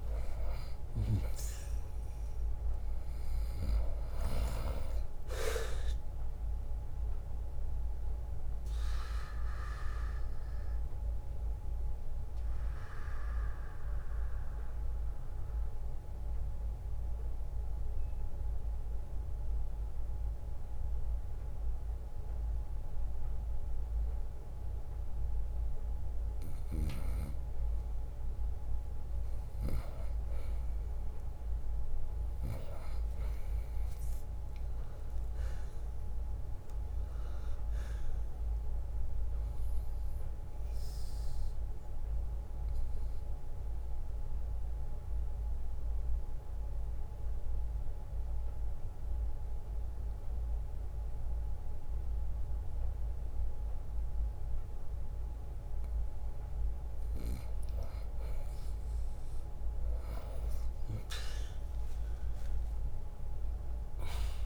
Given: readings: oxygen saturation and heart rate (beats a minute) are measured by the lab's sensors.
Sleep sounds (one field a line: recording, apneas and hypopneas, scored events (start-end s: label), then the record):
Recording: breathing in sleep by a room microphone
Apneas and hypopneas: 2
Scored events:
0.00-3.00 s: arousal
4.00-21.00 s: drop in pulse transit time (device-marked, heart rate 63 before, 60 extreme)
8.00-25.50 s: obstructive apnea (oxygen 96% before, 91% lowest, heart rate 64 before, 60 extreme, up 3 after)
29.00-36.00 s: oxygen desaturation (device-marked, oxygen 95% before, 92% lowest, heart rate 62 before, 59 extreme)
33.00-38.00 s: arousal
35.00-47.00 s: drop in pulse transit time (device-marked, heart rate 61 before, 65 extreme)
41.00-56.50 s: obstructive apnea (oxygen 97% before, 91% lowest, heart rate 63 before, 59 extreme, up 5 after)
51.00-55.00 s: bradycardia (device-marked, heart rate 62 before, 59 extreme)
51.00-63.00 s: oxygen desaturation (device-marked, oxygen 96% before, 92% lowest, heart rate 65 before, 59 extreme)
61.00-64.46 s: arousal
63.00-64.46 s: drop in pulse transit time (device-marked, heart rate 62 before, 61 extreme)
From the record:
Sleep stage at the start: N2 (light sleep)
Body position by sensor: on the right side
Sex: male